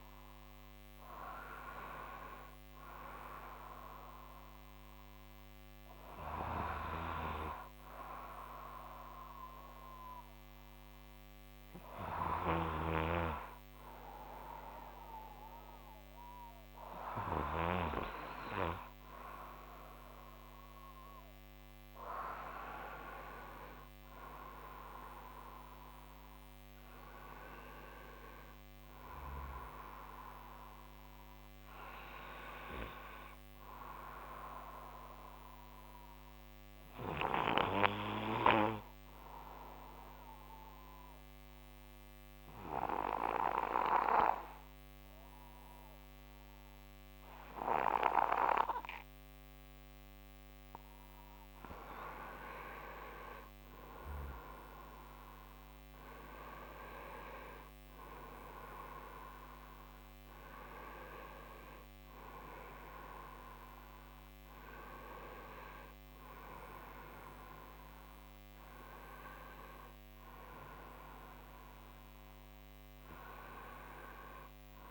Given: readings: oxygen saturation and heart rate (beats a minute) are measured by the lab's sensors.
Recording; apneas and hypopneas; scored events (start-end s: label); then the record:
breathing in sleep by a microphone on the trachea; 1
11.00-74.91 s: new sleep stage, N2 (light sleep)
39.50-52.50 s: obstructive apnea (oxygen 95% before, 90% lowest)
55.50-59.50 s: arousal
60.00-74.91 s: oxygen desaturation (device-marked, oxygen 94% before, 90% lowest)
From the record:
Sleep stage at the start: N1 (lightest sleep); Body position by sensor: on the right side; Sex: male